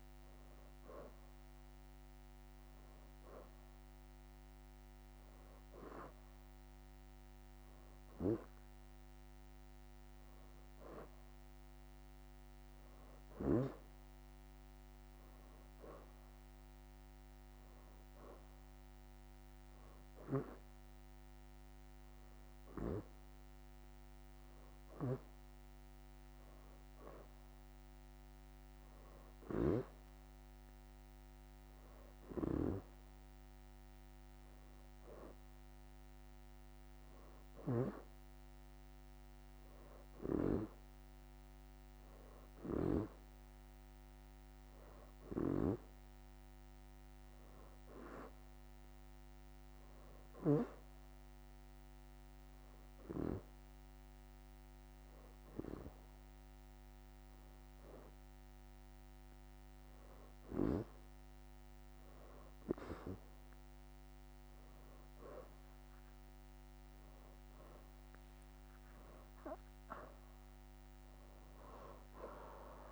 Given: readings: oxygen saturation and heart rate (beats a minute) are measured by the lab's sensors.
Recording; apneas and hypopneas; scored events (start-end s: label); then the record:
breathing in sleep by a microphone on the trachea; none
3.00-8.50 s: leg movement (device-marked)
13.00-20.00 s: leg movement (device-marked)
27.00-30.00 s: leg movement (device-marked)
38.50-46.50 s: leg movement (device-marked)
48.50-52.00 s: leg movement (device-marked)
67.50-72.91 s: oxygen desaturation (device-marked, oxygen 92% before, 89% lowest, heart rate 86 before, 84 extreme)
68.50-72.91 s: arousal
From the record:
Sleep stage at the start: N2 (light sleep); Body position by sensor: on the back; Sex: female